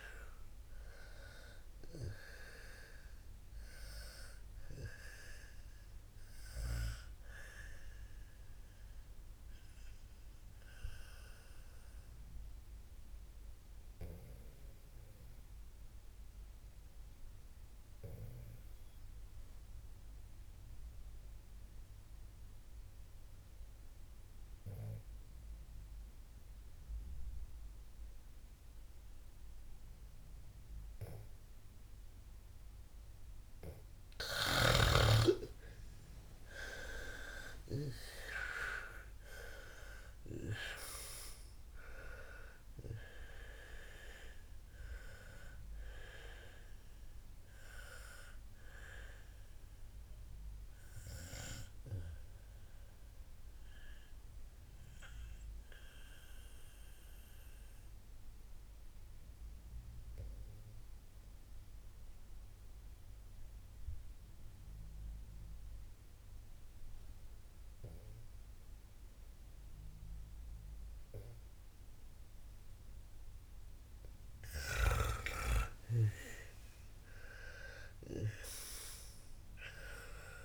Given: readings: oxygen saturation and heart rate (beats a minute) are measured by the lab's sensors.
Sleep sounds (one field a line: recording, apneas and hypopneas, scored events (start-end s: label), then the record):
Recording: breathing in sleep by a room microphone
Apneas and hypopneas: 2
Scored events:
0.00-2.00 s: arousal
9.50-32.50 s: obstructive apnea (oxygen 98% before, 90% lowest, heart rate 62 before, 56 extreme, up 19 after)
32.00-64.00 s: oxygen desaturation (device-marked, oxygen 98% before, 90% lowest, heart rate 60 before, 54 extreme)
35.00-38.50 s: snoring (device-marked)
36.00-39.50 s: arousal
51.50-72.50 s: obstructive apnea (oxygen 98% before, 90% lowest, heart rate 71 before, 54 extreme, up 21 after)
75.50-80.45 s: arousal
From the record:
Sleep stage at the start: N2 (light sleep)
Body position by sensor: on the back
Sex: female